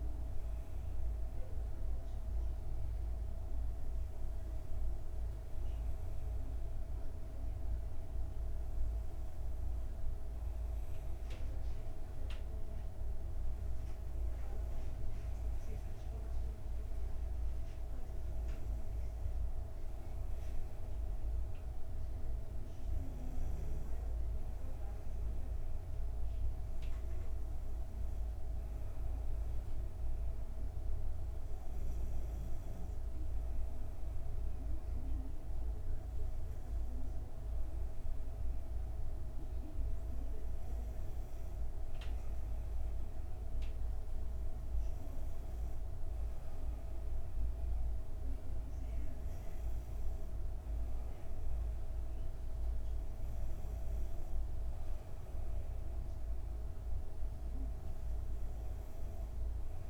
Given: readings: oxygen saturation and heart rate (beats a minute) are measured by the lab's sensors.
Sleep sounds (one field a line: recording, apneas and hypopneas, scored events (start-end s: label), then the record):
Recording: breathing in sleep, hard to hear, by a room microphone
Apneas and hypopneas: none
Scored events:
none scored
From the record:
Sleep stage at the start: N2 (light sleep)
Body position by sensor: on the back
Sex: female